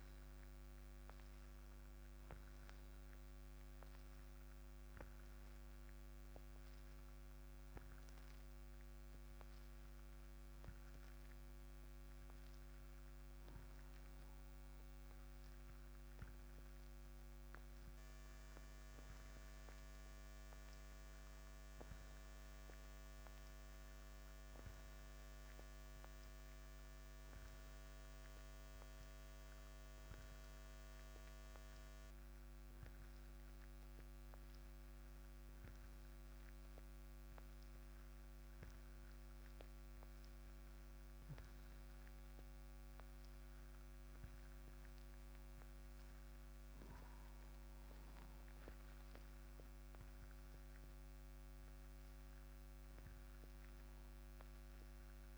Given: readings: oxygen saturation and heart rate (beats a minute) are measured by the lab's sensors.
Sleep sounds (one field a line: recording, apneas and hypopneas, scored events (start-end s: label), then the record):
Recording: breathing in sleep, hard to hear, by a microphone on the trachea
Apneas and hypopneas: none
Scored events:
0.00-2.50 s: arousal
From the record:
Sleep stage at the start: N2 (light sleep)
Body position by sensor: on the right side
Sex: male